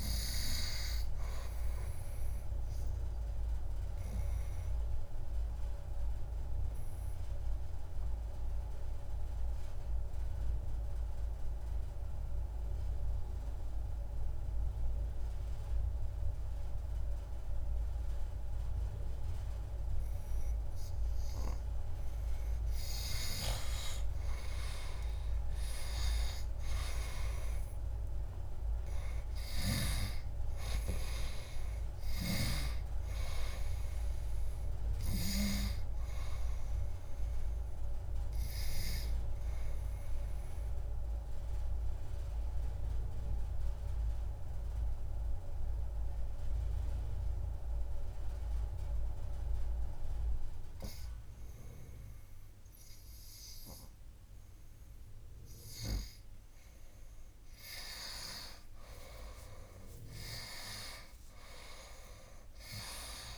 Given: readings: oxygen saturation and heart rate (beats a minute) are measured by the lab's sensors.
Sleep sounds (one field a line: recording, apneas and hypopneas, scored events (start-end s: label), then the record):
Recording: breathing in sleep by a room microphone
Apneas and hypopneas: 2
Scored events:
0.00-5.00 s: oxygen desaturation (device-marked, oxygen 84% lowest, heart rate 57 extreme)
3.00-22.00 s: obstructive apnea (oxygen 97% before, 82% lowest, heart rate 65 before, 57 extreme, up 13 after)
7.00-23.00 s: oxygen desaturation (device-marked, oxygen 95% before, 88% lowest, heart rate 65 before, 57 extreme)
24.00-27.50 s: arousal
25.00-56.00 s: oxygen desaturation (device-marked, oxygen 96% before, 82% lowest, heart rate 59 before, 57 extreme)
41.00-56.00 s: obstructive apnea (oxygen 96% before, 82% lowest, heart rate 67 before, 57 extreme, up 6 after)
58.50-63.37 s: arousal
From the record:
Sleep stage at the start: N2 (light sleep)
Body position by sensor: on the right side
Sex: male